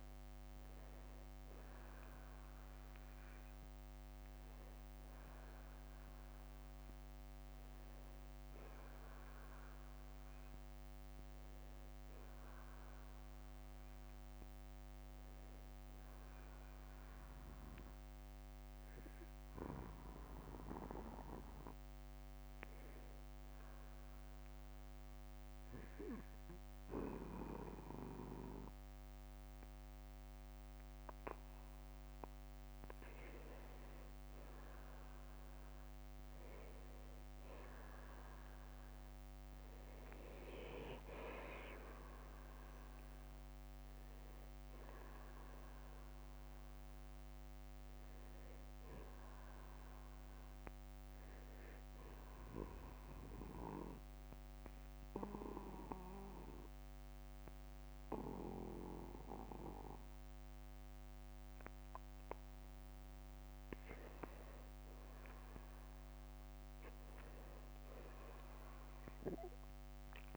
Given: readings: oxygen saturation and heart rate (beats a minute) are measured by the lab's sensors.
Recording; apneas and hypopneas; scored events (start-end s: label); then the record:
breathing in sleep by a microphone on the trachea; 2
0.00-17.00 s: oxygen desaturation (device-marked, oxygen 92% lowest, heart rate 49 extreme)
16.50-32.50 s: hypopnea (oxygen 96% before, 90% lowest, heart rate 60 before, 49 extreme, up 21 after)
24.50-26.50 s: long interval between heartbeats (device-marked, heart rate 59 before, 57 extreme)
37.00-41.00 s: arousal
39.00-56.00 s: oxygen desaturation (device-marked, oxygen 96% before, 91% lowest, heart rate 56 before, 49 extreme)
45.50-47.50 s: long interval between heartbeats (device-marked, heart rate 60 before, 67 extreme)
50.00-52.00 s: long interval between heartbeats (device-marked, heart rate 63 before, 56 extreme)
52.50-62.50 s: obstructive apnea (oxygen 96% before, 90% lowest, heart rate 63 before, 49 extreme, up 4 after)
53.50-55.50 s: long interval between heartbeats (device-marked, heart rate 63 before, 62 extreme)
65.00-69.50 s: arousal
From the record:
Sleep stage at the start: N2 (light sleep); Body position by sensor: on the back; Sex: male